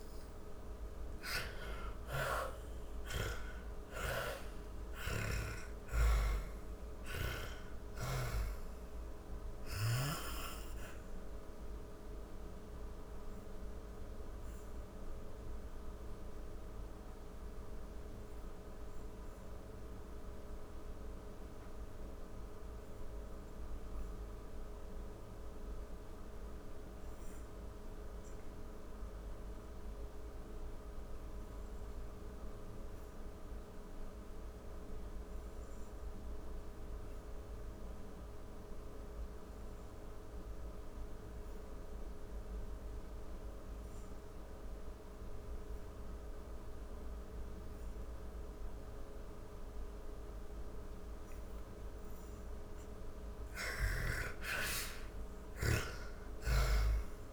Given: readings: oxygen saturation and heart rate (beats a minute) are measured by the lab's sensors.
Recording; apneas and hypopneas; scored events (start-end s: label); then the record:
breathing in sleep by a room microphone; 1
0.00-4.00 s: arousal
0.00-26.50 s: oxygen desaturation (device-marked, oxygen 74% lowest, heart rate 43 extreme)
7.50-50.50 s: obstructive apnea (oxygen 99% before, 74% lowest, heart rate 119 before, 40 extreme)
38.50-57.33 s: oxygen desaturation (device-marked, oxygen 99% before, 75% lowest, heart rate 57 before, 40 extreme)
55.00-57.33 s: arousal
From the record:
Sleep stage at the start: N2 (light sleep); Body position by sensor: on the back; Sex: female